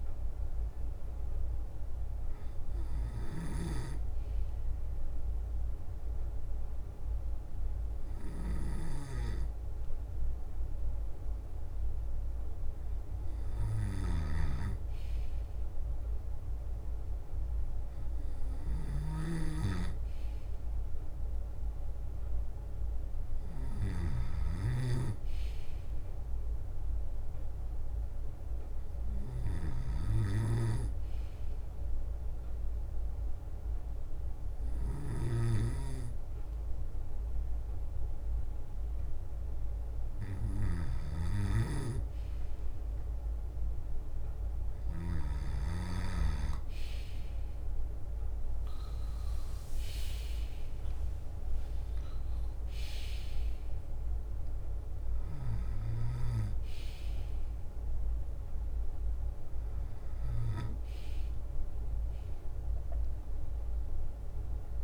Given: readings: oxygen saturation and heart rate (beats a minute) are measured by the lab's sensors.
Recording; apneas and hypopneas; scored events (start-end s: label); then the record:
breathing in sleep by a room microphone; 1
0.00-3.50 s: snoring (device-marked)
0.00-4.50 s: leg movement (device-marked)
0.00-53.50 s: bradycardia (device-marked, heart rate 36 extreme)
3.00-5.00 s: long interval between heartbeats (device-marked, heart rate 57 before, 55 extreme)
4.50-19.50 s: drop in pulse transit time (device-marked, heart rate 57 before, 36 extreme)
5.50-10.50 s: leg movement (device-marked)
11.50-13.50 s: long interval between heartbeats (device-marked, heart rate 53 before, 55 extreme)
12.00-18.00 s: leg movement (device-marked)
13.50-45.00 s: snoring (device-marked)
19.50-25.50 s: leg movement (device-marked)
26.50-32.00 s: leg movement (device-marked)
30.50-42.00 s: hypopnea (oxygen 97% before, 95% lowest, heart rate 49 before, 47 extreme, up 3 after)
33.50-39.50 s: leg movement (device-marked)
34.50-44.50 s: drop in pulse transit time (device-marked, heart rate 49 before, 56 extreme)
41.50-47.50 s: leg movement (device-marked)
47.00-51.50 s: arousal
48.00-50.00 s: long interval between heartbeats (device-marked, heart rate 57 before, 59 extreme)
48.50-53.00 s: leg movement (device-marked)
55.00-61.50 s: leg movement (device-marked)
55.50-64.84 s: bradycardia (device-marked, heart rate 54 before, 37 extreme)
61.00-63.00 s: long interval between heartbeats (device-marked, heart rate 57 before, 57 extreme)
63.00-64.84 s: leg movement (device-marked)
From the record:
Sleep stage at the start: N2 (light sleep); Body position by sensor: on the left side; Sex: male